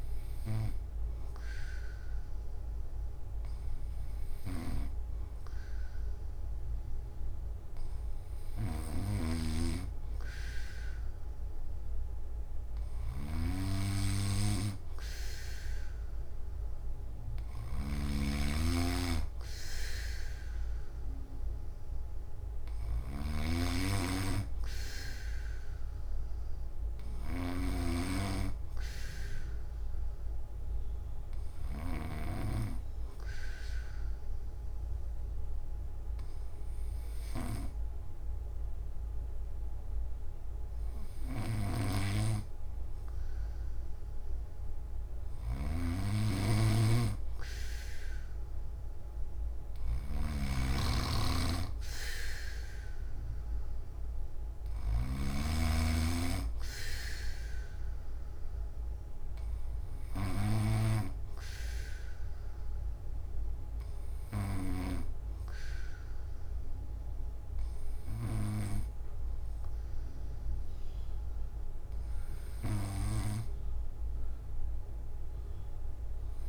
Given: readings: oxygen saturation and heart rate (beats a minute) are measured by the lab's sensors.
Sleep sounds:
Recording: breathing in sleep by a room microphone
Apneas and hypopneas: none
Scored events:
8.50-32.00 s: snoring (device-marked)
21.00-76.49 s: new sleep stage, N2 (light sleep)
45.00-55.00 s: snoring (device-marked)
From the record:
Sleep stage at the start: N1 (lightest sleep)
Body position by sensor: on the back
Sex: male

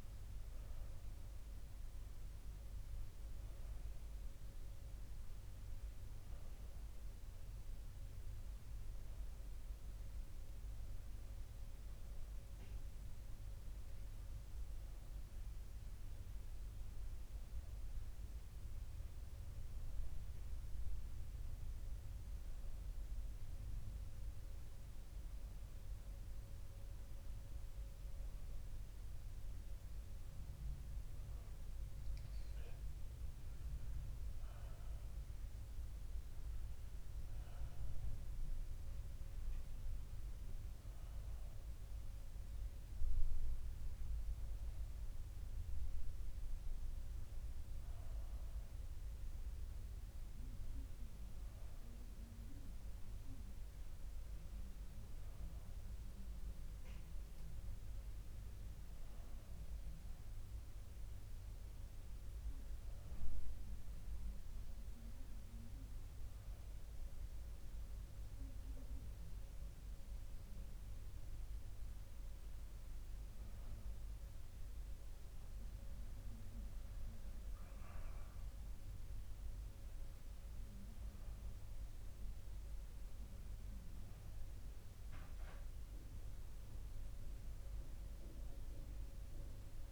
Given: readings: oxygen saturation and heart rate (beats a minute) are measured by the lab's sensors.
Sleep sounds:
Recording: breathing in sleep, hard to hear, by a room microphone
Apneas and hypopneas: none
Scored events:
none scored
From the record:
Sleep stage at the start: N2 (light sleep)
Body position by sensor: on the back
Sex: male

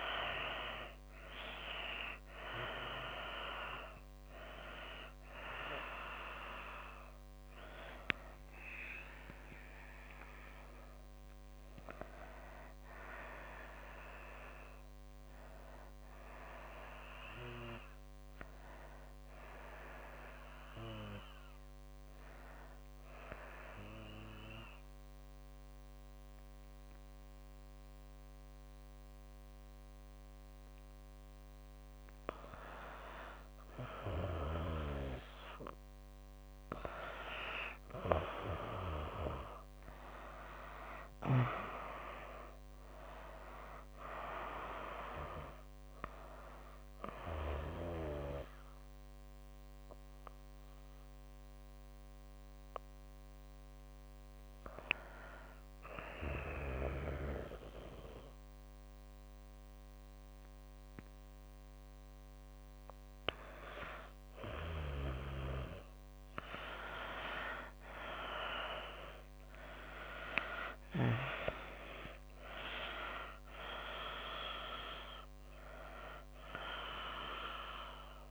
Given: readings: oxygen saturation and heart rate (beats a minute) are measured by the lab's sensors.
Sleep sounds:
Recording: breathing in sleep by a microphone on the trachea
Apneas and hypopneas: 2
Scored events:
10.00-27.00 s: oxygen desaturation (device-marked, oxygen 92% before, 87% lowest)
22.00-32.50 s: obstructive apnea (oxygen 92% before, 88% lowest)
25.00-78.31 s: new sleep stage, N2 (light sleep)
35.00-39.50 s: arousal
46.00-62.00 s: oxygen desaturation (device-marked, oxygen 95% before, 88% lowest)
50.00-63.50 s: hypopnea (oxygen 96% before, 88% lowest)
68.00-72.50 s: arousal
From the record:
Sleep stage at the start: N1 (lightest sleep)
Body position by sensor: on the back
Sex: female

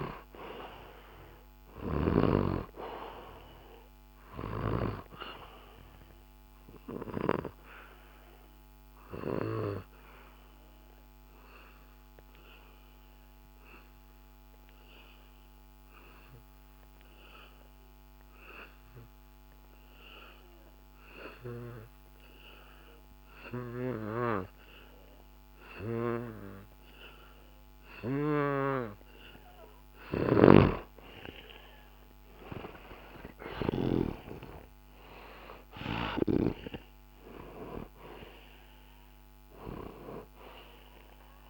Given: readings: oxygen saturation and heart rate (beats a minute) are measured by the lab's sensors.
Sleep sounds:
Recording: breathing in sleep by a microphone on the trachea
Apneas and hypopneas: 1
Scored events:
6.00-28.00 s: obstructive apnea (oxygen 98% before, 89% lowest, heart rate 65 before, 66 extreme, up 1 after)
7.50-21.50 s: oxygen desaturation (device-marked, oxygen 98% before, 90% lowest, heart rate 65 before, 66 extreme)
29.50-41.49 s: oxygen desaturation (device-marked, oxygen 96% before, 89% lowest, heart rate 67 before, 64 extreme)
30.00-33.50 s: snoring (device-marked)
33.00-39.00 s: arousal
From the record:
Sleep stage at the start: N2 (light sleep)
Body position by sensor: on the back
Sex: male

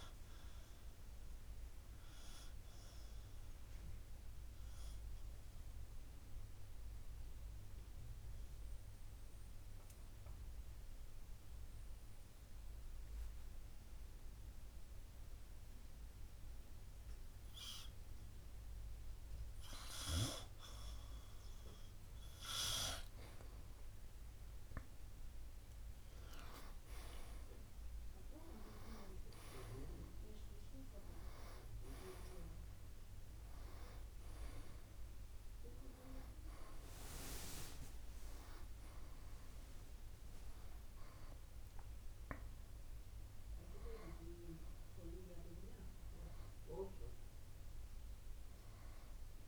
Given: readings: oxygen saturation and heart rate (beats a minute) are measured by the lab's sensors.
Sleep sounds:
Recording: breathing in sleep by a room microphone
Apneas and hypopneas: 1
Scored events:
5.50-20.00 s: obstructive apnea (oxygen 97% before, 92% lowest, heart rate 63 before, 56 extreme, up 8 after)
8.50-24.50 s: oxygen desaturation (device-marked, oxygen 96% before, 92% lowest, heart rate 62 before, 56 extreme)
23.50-27.00 s: arousal
From the record:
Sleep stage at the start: N2 (light sleep)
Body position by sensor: on the back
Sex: male

